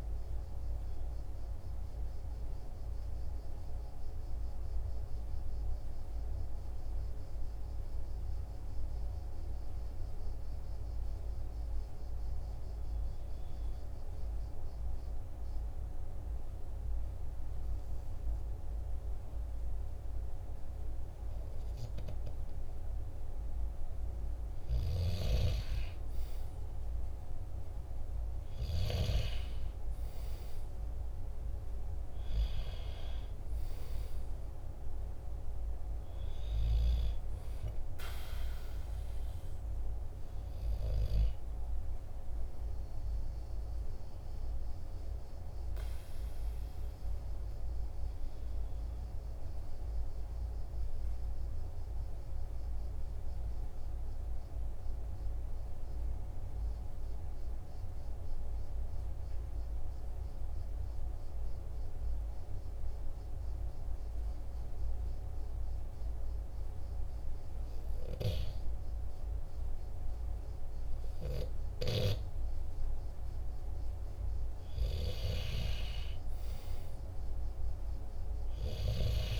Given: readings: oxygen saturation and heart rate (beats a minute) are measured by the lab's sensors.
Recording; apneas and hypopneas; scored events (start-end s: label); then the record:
breathing in sleep by a room microphone; 2
0.00-3.00 s: oxygen desaturation (device-marked, oxygen 93% lowest, heart rate 45 extreme)
3.00-23.00 s: mixed apnea (oxygen 96% before, 93% lowest, heart rate 47 before, 45 extreme, up 2 after)
25.00-29.00 s: arousal
30.00-57.00 s: oxygen desaturation (device-marked, oxygen 97% before, 93% lowest, heart rate 47 before, 46 extreme)
47.50-72.00 s: obstructive apnea (oxygen 97% before, 93% lowest, heart rate 47 before, 45 extreme, up 0 after)
74.00-79.00 s: arousal
From the record:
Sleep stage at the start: N2 (light sleep); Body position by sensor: on the right side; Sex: male